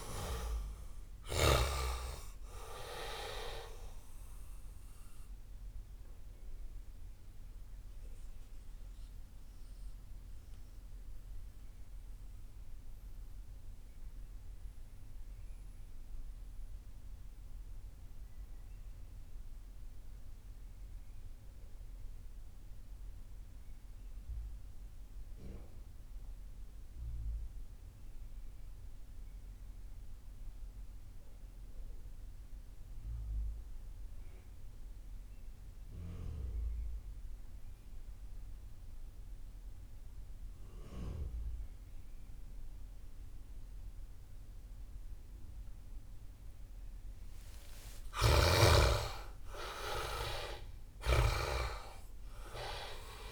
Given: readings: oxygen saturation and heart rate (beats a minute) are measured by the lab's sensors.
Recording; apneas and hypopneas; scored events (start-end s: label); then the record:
breathing in sleep by a room microphone; 1
0.00-1.00 s: snoring (device-marked)
0.00-21.50 s: oxygen desaturation (device-marked, oxygen 70% lowest)
6.00-47.00 s: mixed apnea (oxygen 96% before, 67% lowest)
32.50-53.32 s: oxygen desaturation (device-marked, oxygen 98% before, 67% lowest)
47.50-53.32 s: snoring (device-marked)
48.00-51.00 s: arousal
From the record:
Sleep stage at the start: REM sleep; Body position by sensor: on the back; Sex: male